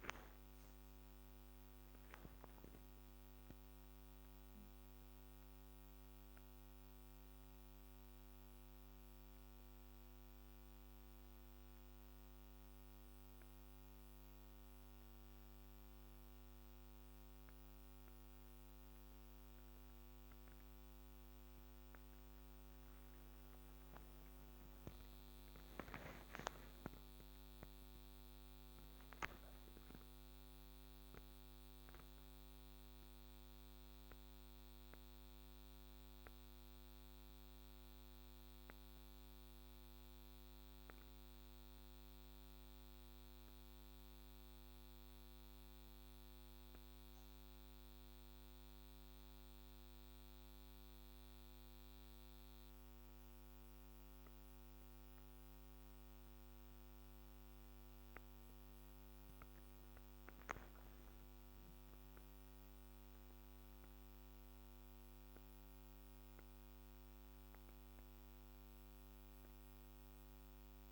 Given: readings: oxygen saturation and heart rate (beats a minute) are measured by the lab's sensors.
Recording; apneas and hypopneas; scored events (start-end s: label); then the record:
a person awake in a sleep study, hard to hear, by a microphone on the trachea; 1
40.00-70.92 s: new sleep stage, N1 (lightest sleep)
46.00-61.00 s: hypopnea (oxygen 99% before, 96% lowest, heart rate 60 before, 56 extreme, up 4 after)
63.50-67.50 s: arousal
From the record:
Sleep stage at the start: awake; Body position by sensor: on the back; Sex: female